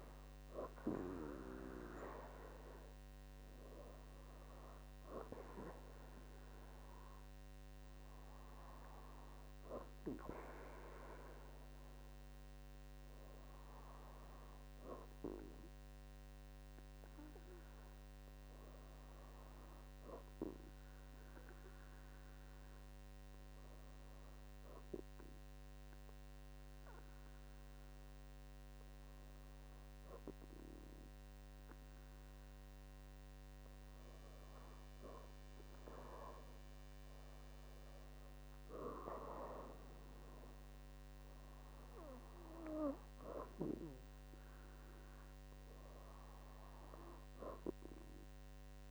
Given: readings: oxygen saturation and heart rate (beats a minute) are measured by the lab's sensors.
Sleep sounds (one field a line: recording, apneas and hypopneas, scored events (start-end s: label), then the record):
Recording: breathing in sleep by a microphone on the trachea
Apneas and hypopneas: 1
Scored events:
13.50-32.00 s: hypopnea (oxygen 98% before, 96% lowest, heart rate 67 before, 64 extreme, up 6 after)
36.50-40.50 s: arousal
From the record:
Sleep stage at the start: N2 (light sleep)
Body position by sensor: on the back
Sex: female